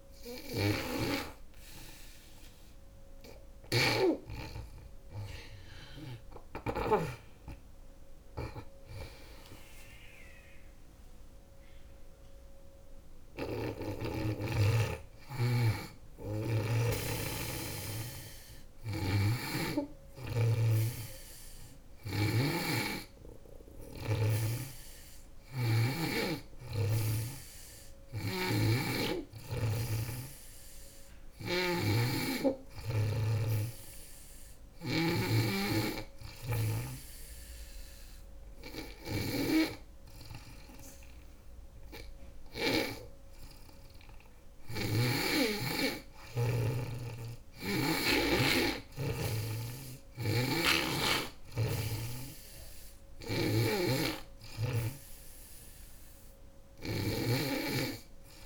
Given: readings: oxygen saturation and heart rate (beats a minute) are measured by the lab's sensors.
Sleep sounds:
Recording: breathing in sleep by a room microphone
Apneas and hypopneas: 1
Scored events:
0.00-6.50 s: snoring (device-marked)
5.50-10.00 s: arousal
12.50-16.00 s: snoring (device-marked)
18.00-21.50 s: snoring (device-marked)
31.00-42.00 s: snoring (device-marked)
35.50-46.00 s: obstructive apnea (oxygen 97% before, 96% lowest, heart rate 76 before, 74 extreme, up 4 after)
49.00-52.00 s: arousal
49.00-58.45 s: snoring (device-marked)
From the record:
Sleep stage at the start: N2 (light sleep)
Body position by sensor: on the back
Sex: female

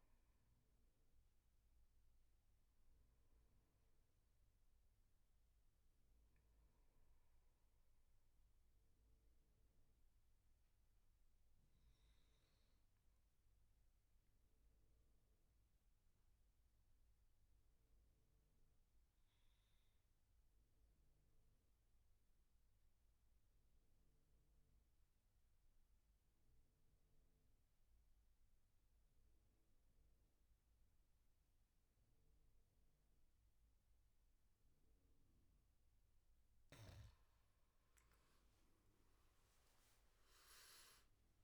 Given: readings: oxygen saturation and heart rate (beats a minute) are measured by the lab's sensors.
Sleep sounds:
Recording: breathing in sleep, hard to hear, by a room microphone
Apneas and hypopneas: 1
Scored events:
0.00-12.50 s: oxygen desaturation (device-marked, oxygen 90% lowest, heart rate 66 extreme)
7.00-34.50 s: obstructive apnea (oxygen 97% before, 91% lowest, heart rate 80 before, 62 extreme, up 15 after)
33.50-41.44 s: oxygen desaturation (device-marked, oxygen 99% before, 94% lowest, heart rate 73 before, 62 extreme)
38.50-41.44 s: arousal
From the record:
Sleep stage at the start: N2 (light sleep)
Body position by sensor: on the back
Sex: male

